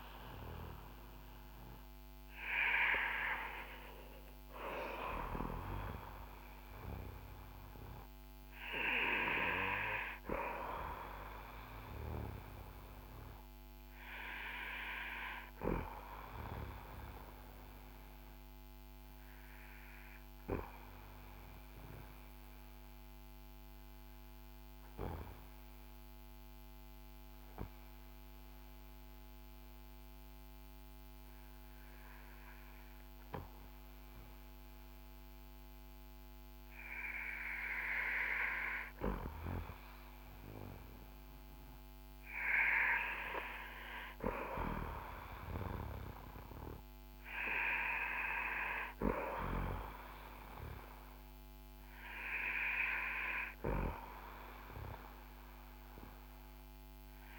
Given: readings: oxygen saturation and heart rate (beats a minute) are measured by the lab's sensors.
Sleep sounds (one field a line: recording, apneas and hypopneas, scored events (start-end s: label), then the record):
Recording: breathing in sleep by a microphone on the trachea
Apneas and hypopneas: 1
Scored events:
0.00-3.00 s: arousal
15.50-39.00 s: obstructive apnea (oxygen 95% before, 92% lowest, heart rate 57 before, 49 extreme, up 4 after)
41.00-44.50 s: arousal
50.50-57.39 s: oxygen desaturation (device-marked, oxygen 96% before, 92% lowest, heart rate 54 before, 52 extreme)
From the record:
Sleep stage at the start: N2 (light sleep)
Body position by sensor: on the back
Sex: male